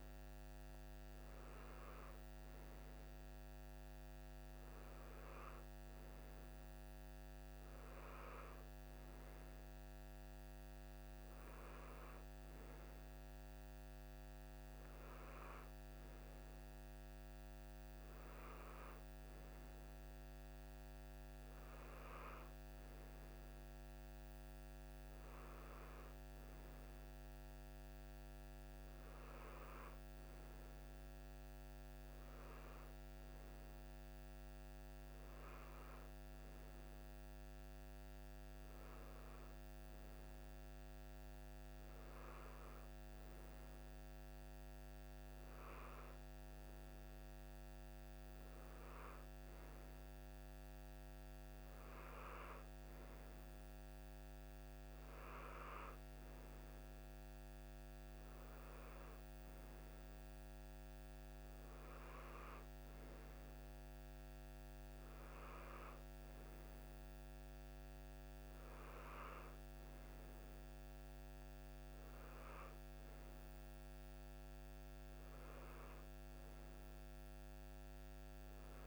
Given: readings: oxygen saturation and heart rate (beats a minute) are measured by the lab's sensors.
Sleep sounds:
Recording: breathing in sleep, hard to hear, by a microphone on the trachea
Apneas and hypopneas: none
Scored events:
none scored
From the record:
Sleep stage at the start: N3 (deep sleep)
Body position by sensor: on the right side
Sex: male

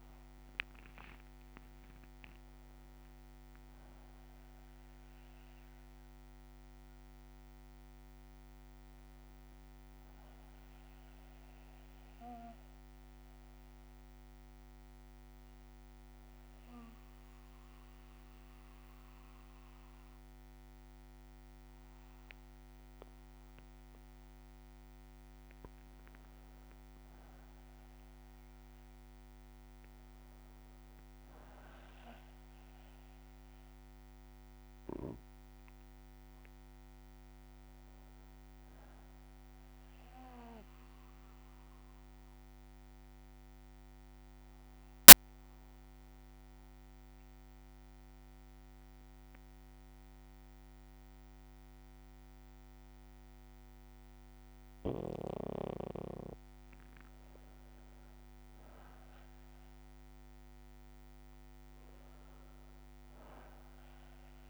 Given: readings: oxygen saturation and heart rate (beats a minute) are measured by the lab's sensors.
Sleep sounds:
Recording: breathing in sleep by a microphone on the trachea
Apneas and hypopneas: 2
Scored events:
2.00-4.00 s: long interval between heartbeats (device-marked, heart rate 63 before, 80 extreme)
12.00-25.50 s: obstructive apnea (oxygen 98% before, 95% lowest, heart rate 68 before, 58 extreme, up 3 after)
16.00-22.00 s: bradycardia (device-marked, heart rate 65 before, 59 extreme)
27.50-31.00 s: arousal
31.00-64.50 s: new sleep stage, N2 (light sleep)
40.00-51.00 s: bradycardia (device-marked, heart rate 64 before, 58 extreme)
42.00-55.00 s: obstructive apnea (oxygen 98% before, 92% lowest, heart rate 61 before, 58 extreme, up 3 after)
57.00-60.00 s: arousal
From the record:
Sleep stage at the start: N1 (lightest sleep)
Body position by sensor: on the back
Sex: male

